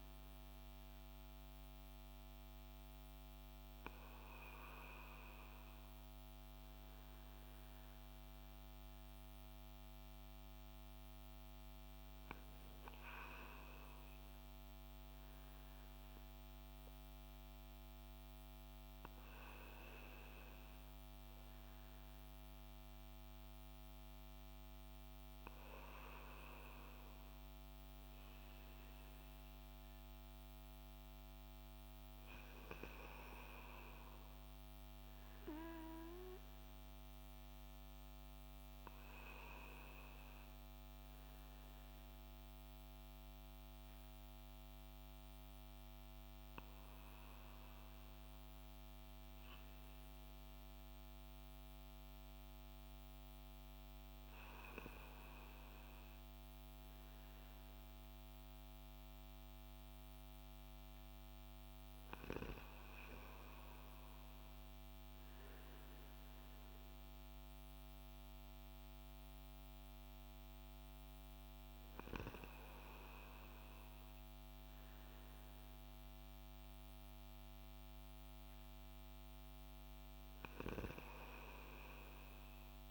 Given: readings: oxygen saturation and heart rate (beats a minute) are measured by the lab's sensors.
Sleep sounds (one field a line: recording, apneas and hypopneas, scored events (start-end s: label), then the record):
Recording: breathing in sleep by a microphone on the trachea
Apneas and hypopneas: none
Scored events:
44.00-47.50 s: arousal
From the record:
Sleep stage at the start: N2 (light sleep)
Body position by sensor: on the left side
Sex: male